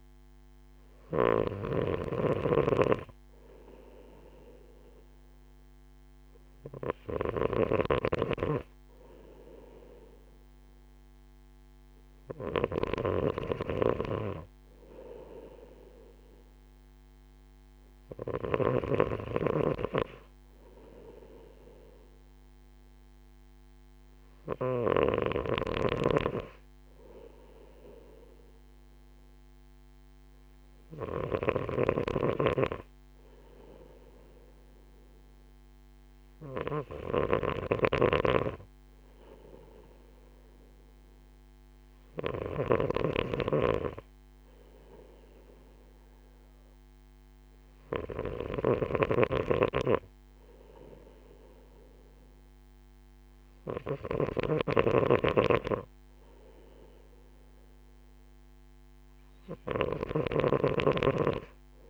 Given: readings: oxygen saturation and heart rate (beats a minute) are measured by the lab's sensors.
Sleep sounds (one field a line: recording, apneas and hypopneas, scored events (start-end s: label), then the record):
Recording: breathing in sleep by a microphone on the trachea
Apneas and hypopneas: none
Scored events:
0.00-25.00 s: snoring (device-marked)
31.50-61.90 s: snoring (device-marked)
From the record:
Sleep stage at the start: N2 (light sleep)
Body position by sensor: on the right side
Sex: male